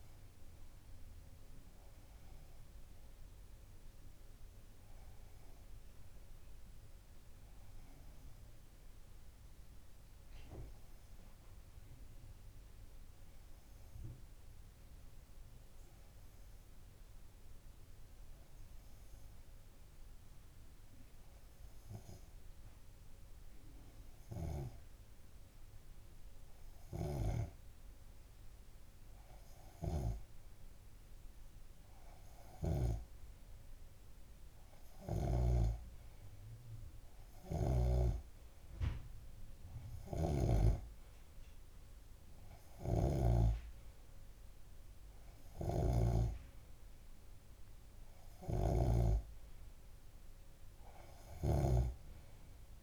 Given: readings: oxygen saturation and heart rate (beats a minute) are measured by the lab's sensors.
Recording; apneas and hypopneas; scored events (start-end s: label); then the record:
breathing in sleep by a room microphone; 1
1.00-26.00 s: obstructive apnea (oxygen 95% before, 93% lowest)
28.00-31.00 s: arousal
31.00-52.83 s: oxygen desaturation (device-marked, oxygen 98% before, 94% lowest)
43.00-49.50 s: snoring (device-marked)
51.50-52.83 s: snoring (device-marked)
From the record:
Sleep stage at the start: N2 (light sleep); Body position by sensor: on the left side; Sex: male